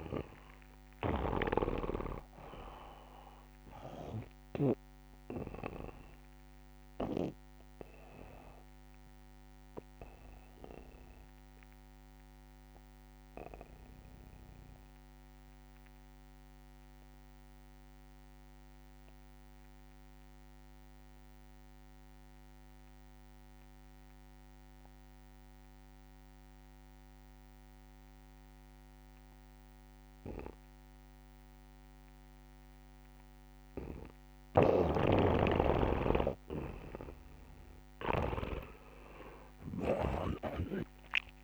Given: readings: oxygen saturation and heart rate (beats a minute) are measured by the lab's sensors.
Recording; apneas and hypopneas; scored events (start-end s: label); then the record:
breathing in sleep by a microphone on the trachea; 1
0.00-15.50 s: oxygen desaturation (device-marked, oxygen 84% lowest, heart rate 65 extreme)
5.50-36.00 s: obstructive apnea (oxygen 98% before, 84% lowest)
31.50-41.44 s: oxygen desaturation (device-marked, oxygen 98% before, 91% lowest)
34.00-41.44 s: snoring (device-marked)
38.00-40.00 s: long interval between heartbeats (device-marked, heart rate 71 before, 66 extreme)
40.00-41.44 s: arousal
From the record:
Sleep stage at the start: N2 (light sleep); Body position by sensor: on the back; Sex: male